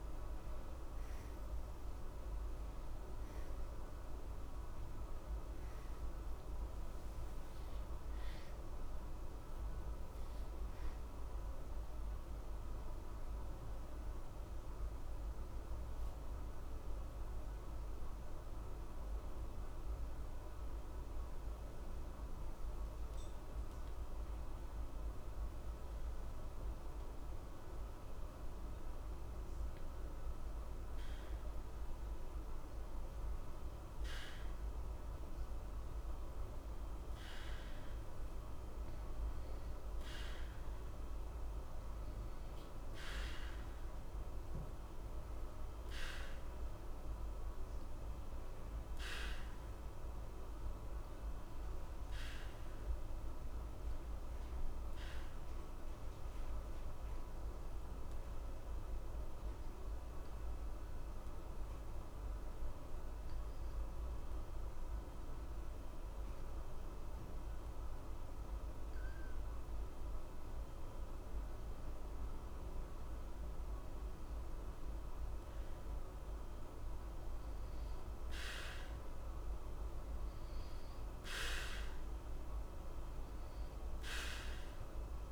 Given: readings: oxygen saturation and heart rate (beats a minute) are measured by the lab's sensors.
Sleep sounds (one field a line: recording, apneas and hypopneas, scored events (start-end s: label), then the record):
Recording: breathing in sleep, hard to hear, by a room microphone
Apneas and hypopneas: 2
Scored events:
13.00-26.00 s: obstructive apnea (oxygen 91% before, 88% lowest, heart rate 60 before, 60 extreme, up 0 after)
28.50-33.00 s: arousal
46.00-60.00 s: oxygen desaturation (device-marked, oxygen 93% before, 90% lowest, heart rate 60 before, 60 extreme)
60.50-74.00 s: mixed apnea (oxygen 94% before, 88% lowest, heart rate 60 before, 60 extreme, up 2 after)
76.50-80.00 s: arousal
From the record:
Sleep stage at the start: N2 (light sleep)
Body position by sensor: on the back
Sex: male